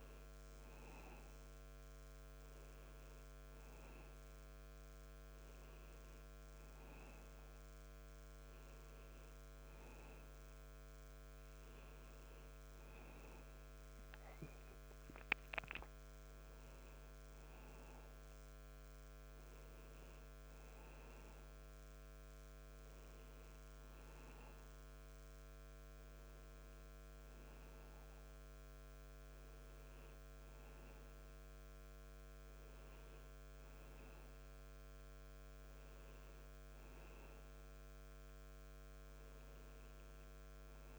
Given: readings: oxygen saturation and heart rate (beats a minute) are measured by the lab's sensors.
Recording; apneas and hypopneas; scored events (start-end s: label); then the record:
breathing in sleep, hard to hear, by a microphone on the trachea; none
none scored
From the record:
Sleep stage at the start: N1 (lightest sleep); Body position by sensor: on the back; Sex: male